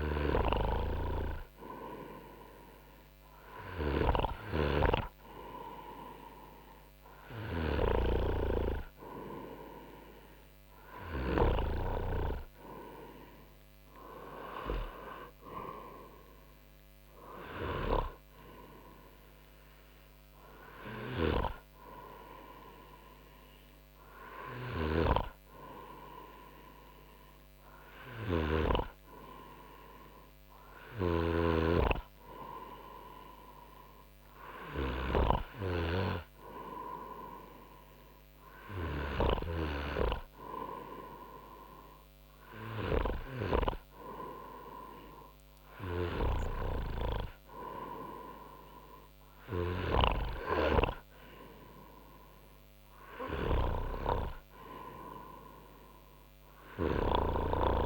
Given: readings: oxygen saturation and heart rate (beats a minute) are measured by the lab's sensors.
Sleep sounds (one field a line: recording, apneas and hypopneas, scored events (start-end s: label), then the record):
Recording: breathing in sleep by a microphone on the trachea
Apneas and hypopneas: none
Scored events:
23.50-33.50 s: oxygen desaturation (device-marked, oxygen 95% before, 92% lowest, heart rate 73 before, 69 extreme)
From the record:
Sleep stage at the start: N2 (light sleep)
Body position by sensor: on the front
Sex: male